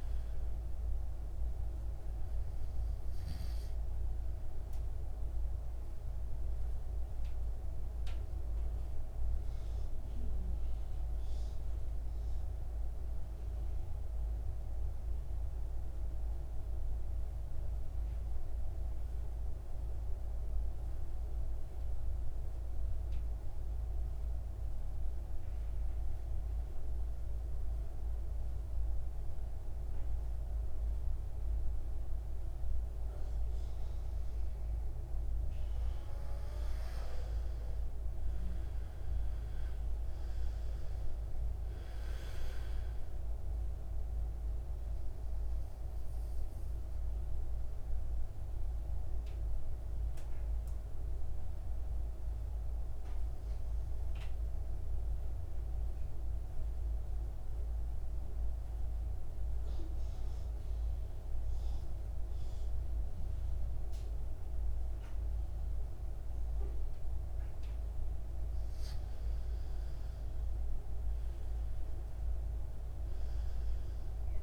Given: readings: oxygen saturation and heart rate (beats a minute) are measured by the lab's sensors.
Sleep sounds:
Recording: breathing in sleep, hard to hear, by a room microphone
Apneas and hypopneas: 2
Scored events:
1.50-30.50 s: oxygen desaturation (device-marked, oxygen 98% before, 87% lowest, heart rate 58 before, 52 extreme)
5.00-33.50 s: obstructive apnea (oxygen 98% before, 85% lowest, heart rate 59 before, 52 extreme, up 7 after)
37.00-40.00 s: arousal
39.50-51.50 s: oxygen desaturation (device-marked, oxygen 99% before, 91% lowest, heart rate 56 before, 54 extreme)
45.50-68.00 s: obstructive apnea (oxygen 99% before, 85% lowest, heart rate 59 before, 53 extreme, up 10 after)
53.50-69.50 s: oxygen desaturation (device-marked, oxygen 94% before, 85% lowest, heart rate 59 before, 53 extreme)
70.50-74.00 s: arousal
From the record:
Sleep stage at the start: N2 (light sleep)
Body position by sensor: on the back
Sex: male

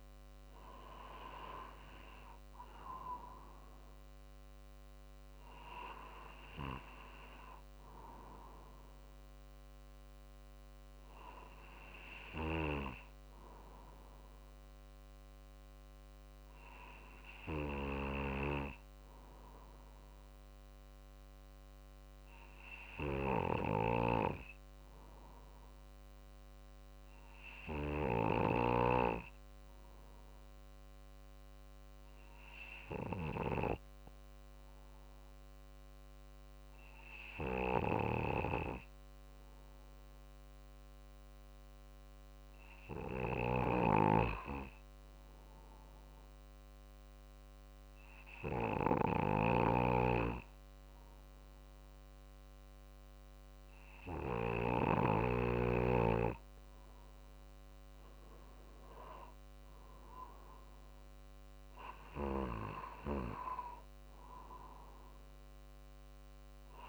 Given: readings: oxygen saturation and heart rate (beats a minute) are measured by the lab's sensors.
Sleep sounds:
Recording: breathing in sleep by a microphone on the trachea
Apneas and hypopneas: 1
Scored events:
0.00-15.50 s: drop in pulse transit time (device-marked, heart rate 50 extreme)
13.00-53.50 s: hypopnea (oxygen 96% before, 93% lowest, heart rate 51 before, 49 extreme, up 1 after)
57.00-61.00 s: arousal
From the record:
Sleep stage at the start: N2 (light sleep)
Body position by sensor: on the right side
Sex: male

